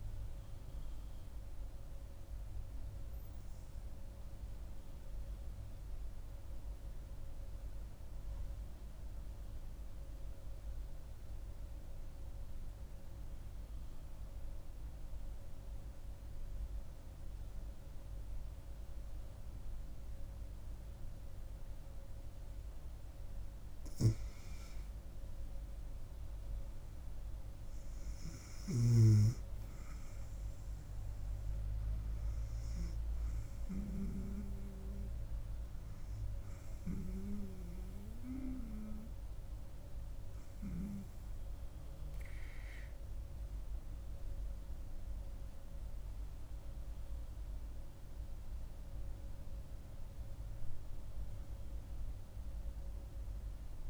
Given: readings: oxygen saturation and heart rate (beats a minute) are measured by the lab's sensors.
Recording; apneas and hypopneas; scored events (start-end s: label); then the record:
breathing in sleep by a room microphone; 1
7.50-24.50 s: obstructive apnea (oxygen 96% before, 91% lowest, heart rate 69 before, 67 extreme, up 9 after)
24.50-48.50 s: oxygen desaturation (device-marked, oxygen 99% before, 91% lowest, heart rate 67 before, 68 extreme)
26.50-30.50 s: arousal
51.50-53.90 s: arousal
From the record:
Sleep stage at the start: N2 (light sleep); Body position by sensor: on the back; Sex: female